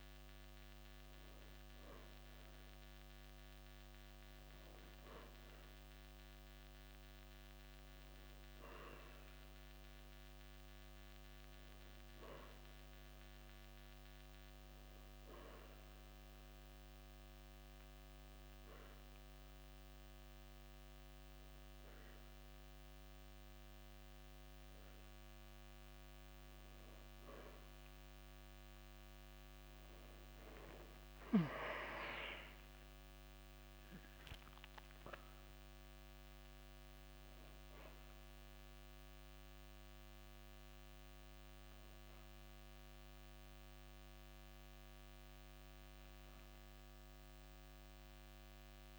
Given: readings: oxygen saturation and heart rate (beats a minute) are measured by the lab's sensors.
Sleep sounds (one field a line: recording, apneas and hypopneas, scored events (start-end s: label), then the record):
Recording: breathing in sleep by a microphone on the trachea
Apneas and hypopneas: 1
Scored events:
5.00-9.00 s: arousal
16.00-26.50 s: hypopnea (oxygen 96% before, 94% lowest, heart rate 61 before, 55 extreme, up 17 after)
21.50-48.99 s: new sleep stage, N2 (light sleep)
30.00-33.50 s: arousal
From the record:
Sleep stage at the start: N1 (lightest sleep)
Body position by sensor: on the back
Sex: male